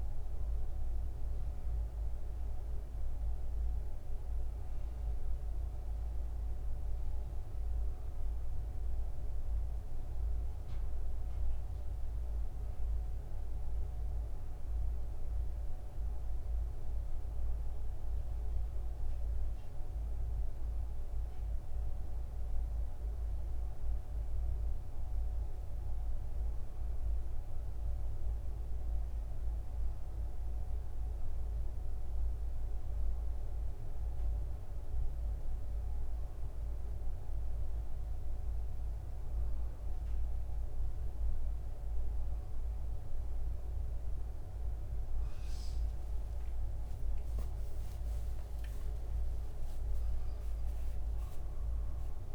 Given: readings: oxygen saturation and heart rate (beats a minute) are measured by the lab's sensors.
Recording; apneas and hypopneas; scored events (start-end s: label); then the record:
a person awake in a sleep study, hard to hear, by a room microphone; none
none scored
From the record:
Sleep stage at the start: awake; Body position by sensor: on the front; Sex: male